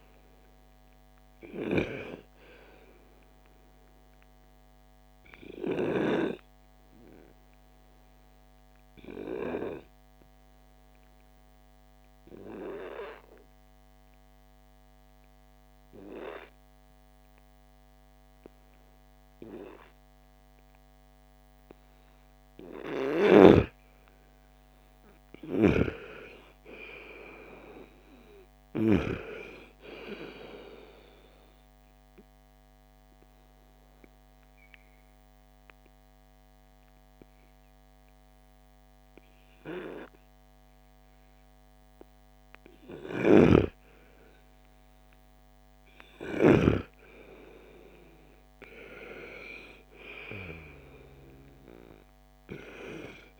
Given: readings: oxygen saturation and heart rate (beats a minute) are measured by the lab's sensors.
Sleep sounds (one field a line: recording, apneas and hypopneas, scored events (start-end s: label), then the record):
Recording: breathing in sleep by a microphone on the trachea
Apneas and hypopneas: 2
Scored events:
0.00-15.00 s: oxygen desaturation (device-marked, oxygen 90% lowest, heart rate 49 extreme)
9.50-22.00 s: obstructive apnea (oxygen 98% before, 91% lowest, heart rate 51 before, 37 extreme, up 1 after)
24.00-27.50 s: arousal
27.00-44.00 s: oxygen desaturation (device-marked, oxygen 99% before, 91% lowest, heart rate 56 before, 37 extreme)
32.00-42.00 s: obstructive apnea (oxygen 99% before, 90% lowest, heart rate 55 before, 37 extreme, up 1 after)
43.00-46.50 s: snoring (device-marked)
44.50-47.50 s: arousal
52.00-53.40 s: oxygen desaturation (device-marked, oxygen 98% before, 93% lowest, heart rate 46 before, 46 extreme)
From the record:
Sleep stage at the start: N2 (light sleep)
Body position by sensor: on the right side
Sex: female